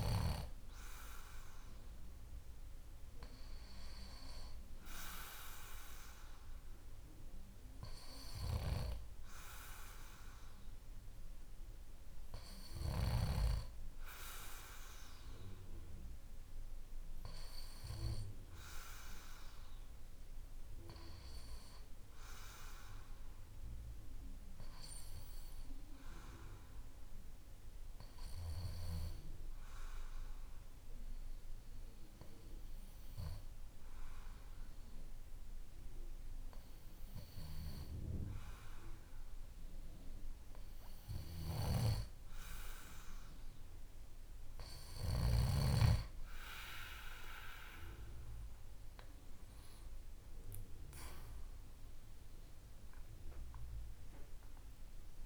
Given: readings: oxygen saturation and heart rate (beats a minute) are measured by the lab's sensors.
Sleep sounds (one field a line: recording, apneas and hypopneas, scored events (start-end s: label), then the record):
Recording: breathing in sleep by a room microphone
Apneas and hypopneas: 1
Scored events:
27.00-44.00 s: hypopnea (oxygen 96% before, 94% lowest, heart rate 54 before, 53 extreme, up 5 after)
46.50-51.00 s: arousal
From the record:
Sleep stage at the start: N2 (light sleep)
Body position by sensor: on the back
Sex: male